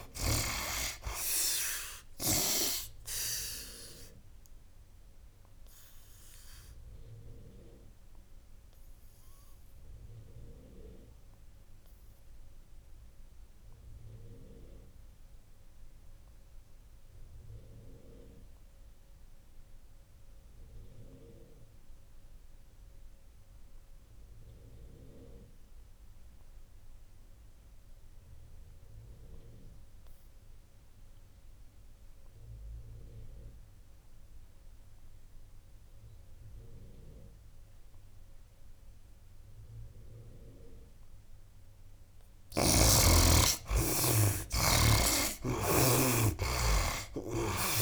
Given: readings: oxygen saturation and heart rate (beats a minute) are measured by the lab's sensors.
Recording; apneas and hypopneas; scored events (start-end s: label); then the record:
breathing in sleep by a room microphone; 1
0.00-2.50 s: snoring (device-marked)
0.00-18.00 s: oxygen desaturation (device-marked, oxygen 55% lowest, heart rate 71 extreme)
3.50-40.50 s: obstructive apnea (oxygen 96% before, 51% lowest, heart rate 79 before, 71 extreme, up 13 after)
20.00-47.81 s: oxygen desaturation (device-marked, oxygen 95% before, 51% lowest, heart rate 84 before, 68 extreme)
44.00-47.81 s: arousal
From the record:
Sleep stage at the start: REM sleep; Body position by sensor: on the back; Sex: male